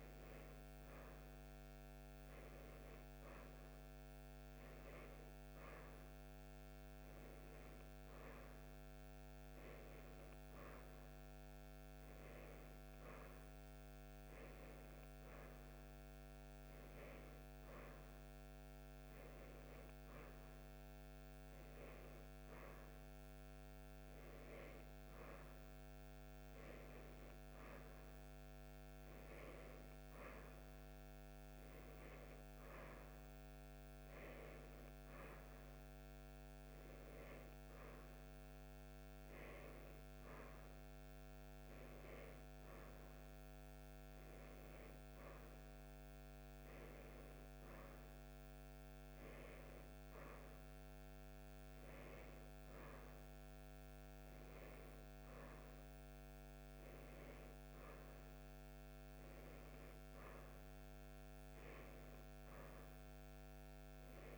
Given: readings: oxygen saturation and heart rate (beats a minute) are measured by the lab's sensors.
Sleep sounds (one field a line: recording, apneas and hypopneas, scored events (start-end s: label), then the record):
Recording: breathing in sleep, hard to hear, by a microphone on the trachea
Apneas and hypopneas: none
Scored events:
none scored
From the record:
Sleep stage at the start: N1 (lightest sleep)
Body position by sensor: on the right side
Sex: female